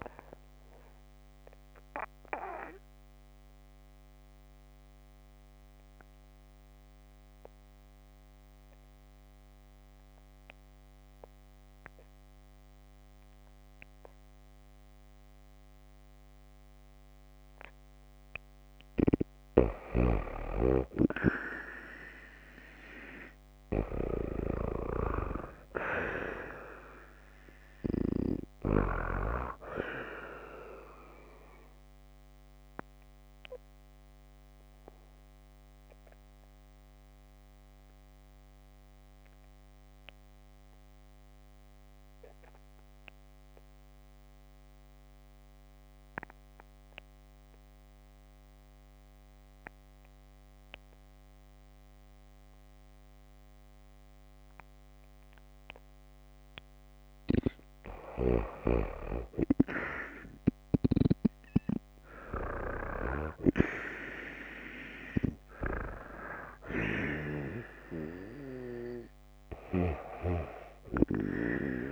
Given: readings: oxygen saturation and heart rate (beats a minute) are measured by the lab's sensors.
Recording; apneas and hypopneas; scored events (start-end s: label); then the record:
breathing in sleep by a microphone on the trachea; 2
0.50-18.50 s: obstructive apnea (oxygen 96% before, 91% lowest)
21.50-26.00 s: arousal
32.00-56.00 s: obstructive apnea (oxygen 95% before, 91% lowest)
59.00-63.50 s: arousal
66.50-71.92 s: oxygen desaturation (device-marked, oxygen 95% before, 91% lowest)
From the record:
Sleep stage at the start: N2 (light sleep); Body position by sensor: on the back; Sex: female